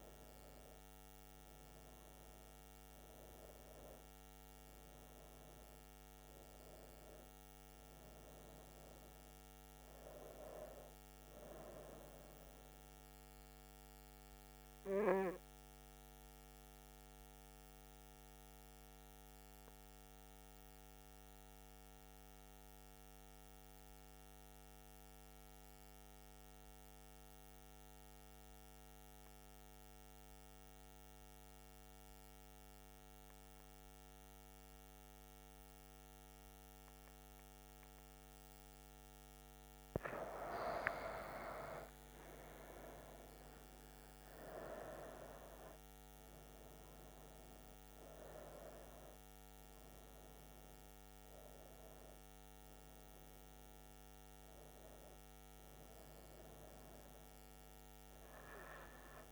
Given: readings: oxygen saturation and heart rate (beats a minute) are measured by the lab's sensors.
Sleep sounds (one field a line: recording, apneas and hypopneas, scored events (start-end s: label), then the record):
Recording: breathing in sleep by a microphone on the trachea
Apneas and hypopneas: 1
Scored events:
0.00-8.50 s: oxygen desaturation (device-marked, oxygen 93% lowest, heart rate 63 extreme)
16.00-39.50 s: mixed apnea (oxygen 97% before, 92% lowest, heart rate 72 before, 63 extreme, up 40 after)
31.50-59.32 s: oxygen desaturation (device-marked, oxygen 97% before, 92% lowest, heart rate 65 before, 61 extreme)
40.50-44.00 s: arousal
From the record:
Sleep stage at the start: N2 (light sleep)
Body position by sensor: on the front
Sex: female